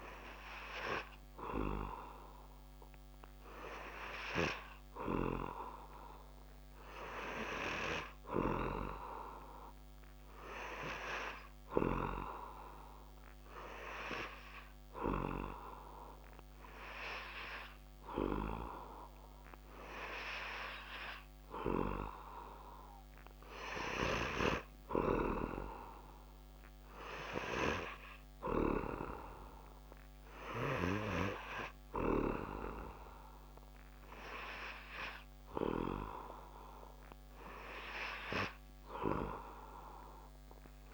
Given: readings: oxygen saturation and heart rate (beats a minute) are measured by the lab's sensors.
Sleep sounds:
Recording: breathing in sleep by a microphone on the trachea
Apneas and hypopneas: none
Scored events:
none scored
From the record:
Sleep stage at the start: N3 (deep sleep)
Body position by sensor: on the back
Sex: male

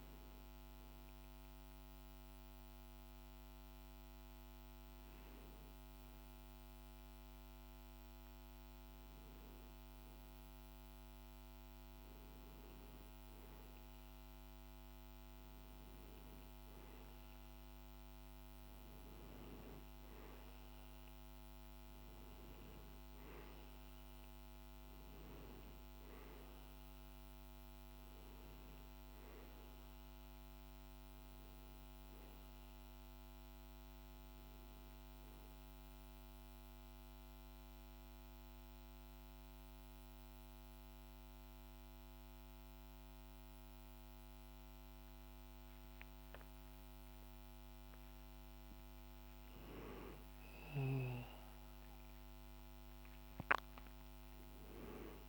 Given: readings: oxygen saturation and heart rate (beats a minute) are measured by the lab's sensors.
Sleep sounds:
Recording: breathing in sleep, hard to hear, by a microphone on the trachea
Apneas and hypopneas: 1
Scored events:
3.00-40.00 s: oxygen desaturation (device-marked, oxygen 97% before, 93% lowest, heart rate 56 before, 52 extreme)
37.00-48.00 s: mixed apnea (oxygen 96% before, 92% lowest, heart rate 55 before, 52 extreme, up 9 after)
50.50-55.00 s: arousal
From the record:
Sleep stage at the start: N1 (lightest sleep)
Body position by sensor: on the back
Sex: male

